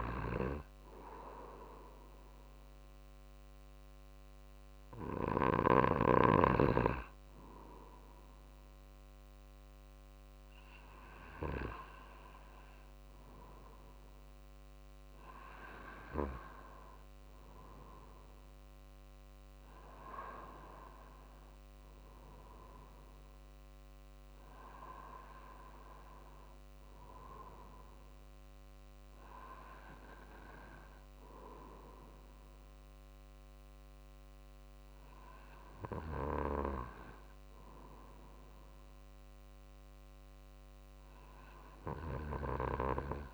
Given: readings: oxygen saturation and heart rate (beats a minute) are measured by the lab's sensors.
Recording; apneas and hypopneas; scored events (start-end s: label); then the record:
breathing in sleep by a microphone on the trachea; none
0.00-3.00 s: drop in pulse transit time (device-marked, heart rate 50 extreme)
17.00-35.00 s: drop in pulse transit time (device-marked, heart rate 50 before, 51 extreme)
From the record:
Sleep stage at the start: N2 (light sleep); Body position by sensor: on the right side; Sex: male